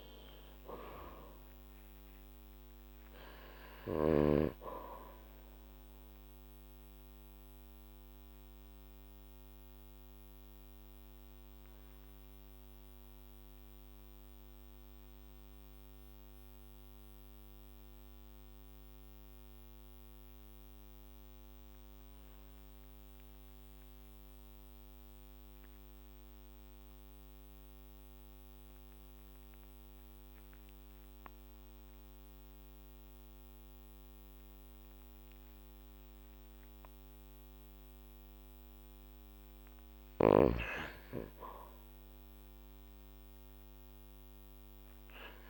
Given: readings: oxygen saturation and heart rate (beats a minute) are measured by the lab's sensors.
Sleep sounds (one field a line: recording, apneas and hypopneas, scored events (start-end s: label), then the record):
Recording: breathing in sleep by a microphone on the trachea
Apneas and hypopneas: 1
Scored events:
0.00-1.00 s: oxygen desaturation (device-marked, oxygen 92% lowest, heart rate 45 extreme)
0.00-2.50 s: arousal
7.50-39.50 s: obstructive apnea (oxygen 99% before, 92% lowest, heart rate 54 before, 45 extreme, up 3 after)
36.00-45.50 s: oxygen desaturation (device-marked, oxygen 98% before, 92% lowest, heart rate 49 before, 46 extreme)
41.50-45.50 s: arousal
From the record:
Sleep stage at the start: N2 (light sleep)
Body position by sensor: on the back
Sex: male